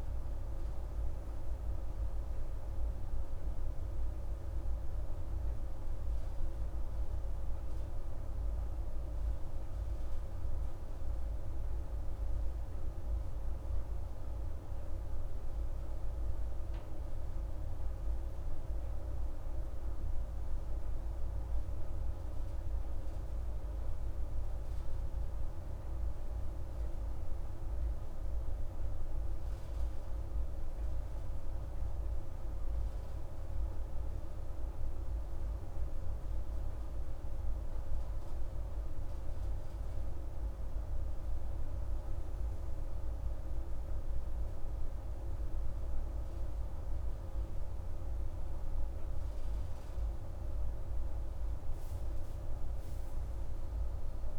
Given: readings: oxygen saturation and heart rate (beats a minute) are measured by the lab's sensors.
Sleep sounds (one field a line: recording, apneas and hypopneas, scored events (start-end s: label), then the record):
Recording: breathing in sleep, hard to hear, by a room microphone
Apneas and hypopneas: none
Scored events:
none scored
From the record:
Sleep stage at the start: N2 (light sleep)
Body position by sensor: on the right side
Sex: female